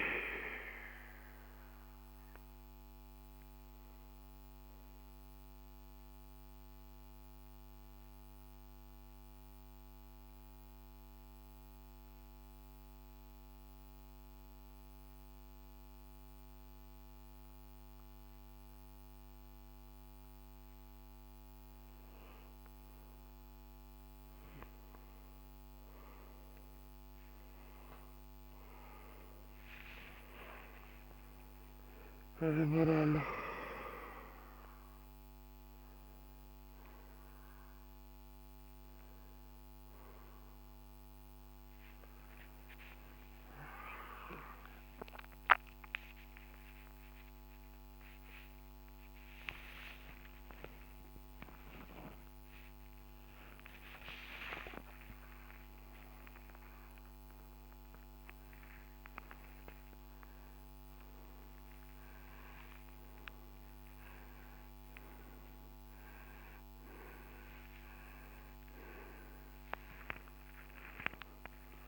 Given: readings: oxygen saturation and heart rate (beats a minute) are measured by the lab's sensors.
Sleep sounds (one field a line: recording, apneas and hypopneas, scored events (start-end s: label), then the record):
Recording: breathing in sleep by a microphone on the trachea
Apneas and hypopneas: 1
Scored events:
5.50-21.00 s: obstructive apnea (oxygen 94% before, 92% lowest, heart rate 66 before, 53 extreme, up 12 after)
23.00-25.50 s: arousal
28.00-48.00 s: oxygen desaturation (device-marked, oxygen 97% before, 92% lowest, heart rate 58 before, 65 extreme)
56.00-58.00 s: long interval between heartbeats (device-marked, heart rate 70 before, 92 extreme)
57.00-71.88 s: new sleep stage, awake
65.00-67.00 s: long interval between heartbeats (device-marked, heart rate 84 before, 98 extreme)
68.50-70.50 s: long interval between heartbeats (device-marked, heart rate 89 before, 126 extreme)
From the record:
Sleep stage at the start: N2 (light sleep)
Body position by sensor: on the right side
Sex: male